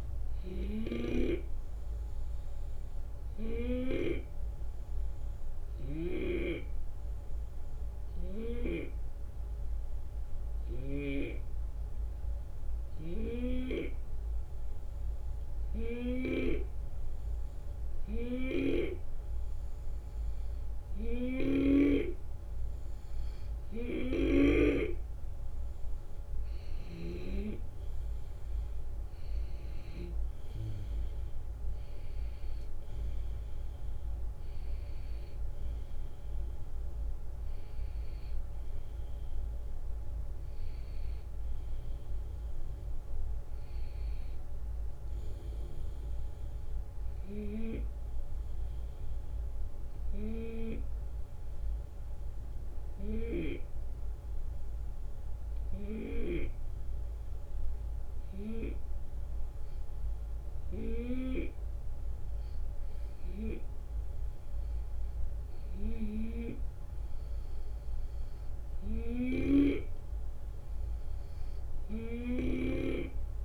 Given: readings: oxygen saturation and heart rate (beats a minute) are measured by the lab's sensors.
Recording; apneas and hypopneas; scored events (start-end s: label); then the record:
breathing in sleep by a room microphone; 2
1.50-20.00 s: hypopnea (oxygen 94% before, 90% lowest, heart rate 74 before, 73 extreme, up 5 after)
5.50-11.00 s: snoring (device-marked)
21.00-24.50 s: snoring (device-marked)
23.50-28.50 s: oxygen desaturation (device-marked, oxygen 93% before, 91% lowest, heart rate 74 before, 76 extreme)
26.50-31.00 s: arousal
47.00-61.00 s: hypopnea (oxygen 93% before, 90% lowest, heart rate 78 before, 75 extreme, up 0 after)
65.50-69.50 s: snoring (device-marked)
From the record:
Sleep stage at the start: N2 (light sleep); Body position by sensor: on the left side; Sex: male